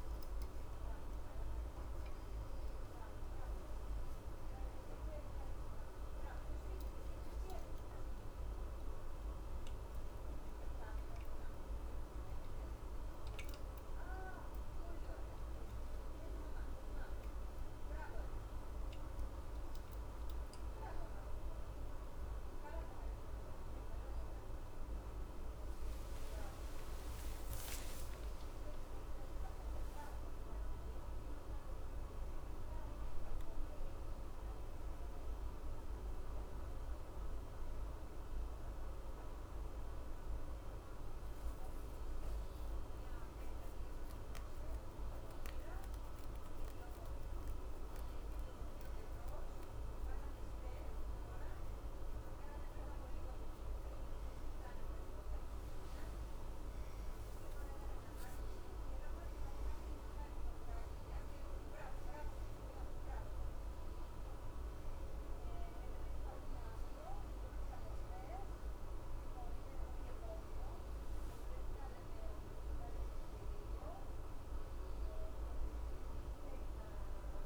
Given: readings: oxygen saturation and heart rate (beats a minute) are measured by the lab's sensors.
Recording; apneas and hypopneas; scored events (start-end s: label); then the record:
a person awake in a sleep study, hard to hear, by a room microphone; none
71.00-77.46 s: new sleep stage, N1 (lightest sleep)
From the record:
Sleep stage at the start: awake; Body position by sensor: on the left side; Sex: male